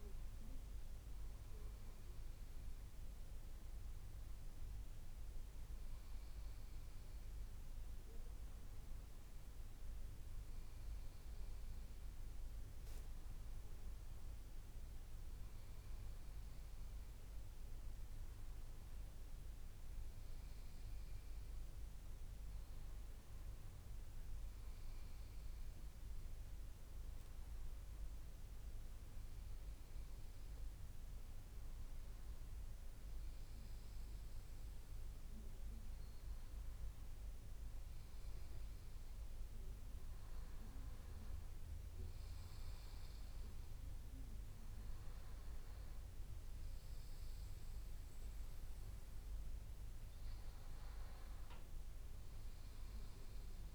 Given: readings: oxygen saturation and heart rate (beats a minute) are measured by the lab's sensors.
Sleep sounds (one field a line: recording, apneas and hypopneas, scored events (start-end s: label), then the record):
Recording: breathing in sleep, hard to hear, by a room microphone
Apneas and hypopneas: none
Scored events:
none scored
From the record:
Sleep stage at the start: N2 (light sleep)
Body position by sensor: on the back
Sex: male